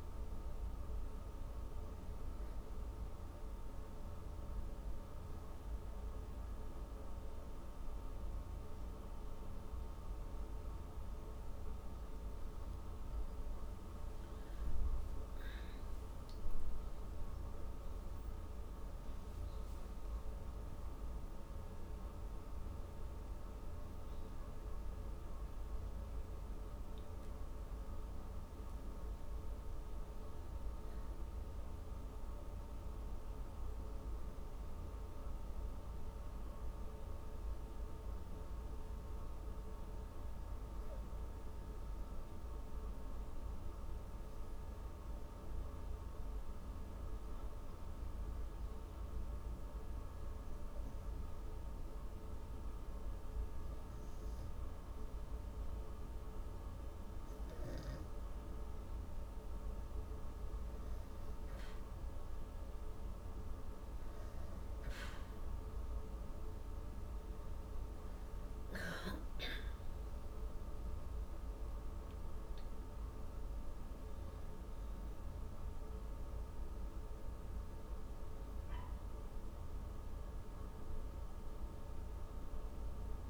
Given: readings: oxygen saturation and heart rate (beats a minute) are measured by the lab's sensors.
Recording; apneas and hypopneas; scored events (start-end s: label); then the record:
breathing in sleep, hard to hear, by a room microphone; 1
19.00-24.50 s: arousal
40.00-57.00 s: obstructive apnea (oxygen 97% before, 96% lowest, heart rate 134 before, 120 extreme, up 41 after)
60.50-64.50 s: arousal
From the record:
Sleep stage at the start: N2 (light sleep); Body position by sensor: on the back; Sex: female